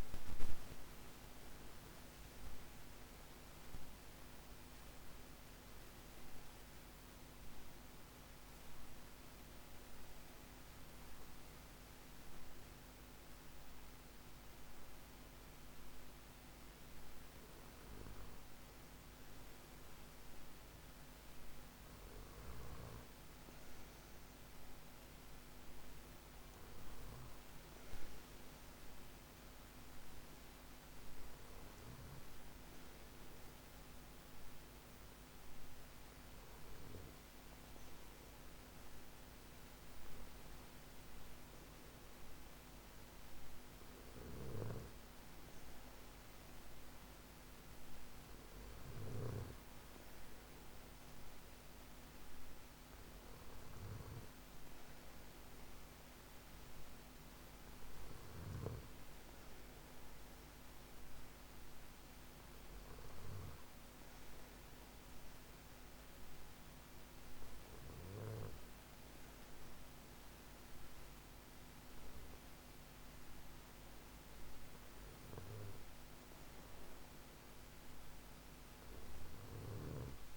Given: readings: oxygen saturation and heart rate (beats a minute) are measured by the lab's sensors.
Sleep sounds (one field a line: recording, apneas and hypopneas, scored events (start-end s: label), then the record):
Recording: breathing in sleep, hard to hear, by a microphone on the trachea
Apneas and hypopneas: 1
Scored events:
2.50-17.50 s: hypopnea (oxygen 96% before, 94% lowest, heart rate 56 before, 48 extreme, up 7 after)
19.50-22.50 s: arousal
79.00-80.36 s: snoring (device-marked)
From the record:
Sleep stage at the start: N2 (light sleep)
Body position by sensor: on the back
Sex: male